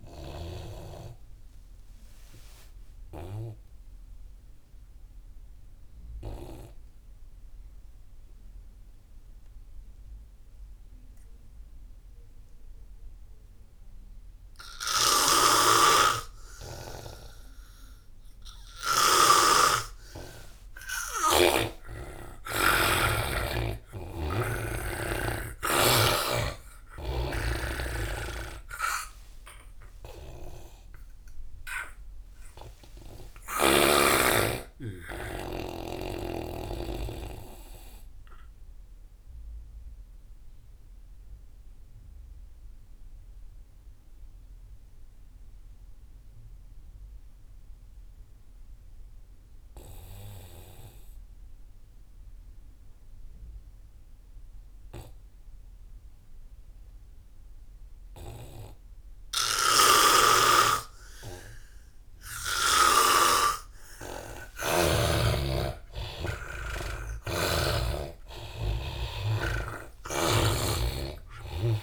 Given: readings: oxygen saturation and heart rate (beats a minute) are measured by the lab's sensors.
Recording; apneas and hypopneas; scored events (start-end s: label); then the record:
breathing in sleep by a room microphone; 2
0.00-12.00 s: oxygen desaturation (device-marked, oxygen 86% lowest)
1.50-20.00 s: obstructive apnea (oxygen 99% before, 83% lowest)
15.50-19.50 s: snoring (device-marked)
20.50-25.00 s: arousal
21.50-25.00 s: snoring (device-marked)
23.00-42.00 s: oxygen desaturation (device-marked, oxygen 98% before, 86% lowest)
38.50-65.50 s: obstructive apnea (oxygen 98% before, 83% lowest)
60.00-63.50 s: snoring (device-marked)
60.00-71.83 s: oxygen desaturation (device-marked, oxygen 98% before, 83% lowest)
66.00-70.00 s: arousal
70.50-71.83 s: snoring (device-marked)
From the record:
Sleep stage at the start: N2 (light sleep); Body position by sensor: on the back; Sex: male